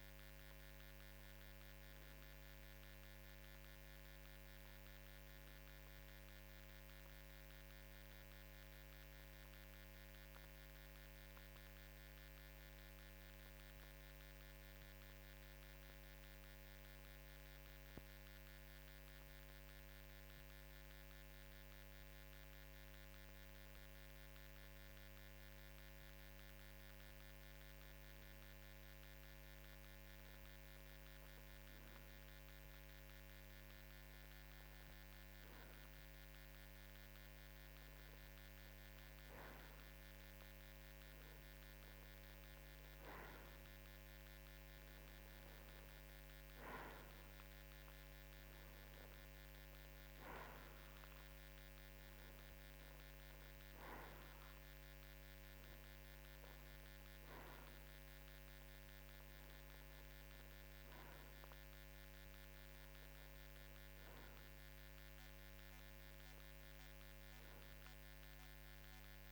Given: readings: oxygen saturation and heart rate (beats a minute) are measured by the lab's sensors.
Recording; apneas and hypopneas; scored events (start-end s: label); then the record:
breathing in sleep, hard to hear, by a microphone on the trachea; 1
5.50-26.50 s: obstructive apnea (oxygen 94% before, 92% lowest, heart rate 55 before, 49 extreme, up 4 after)
30.00-34.00 s: arousal
From the record:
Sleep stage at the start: N2 (light sleep); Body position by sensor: on the right side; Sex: male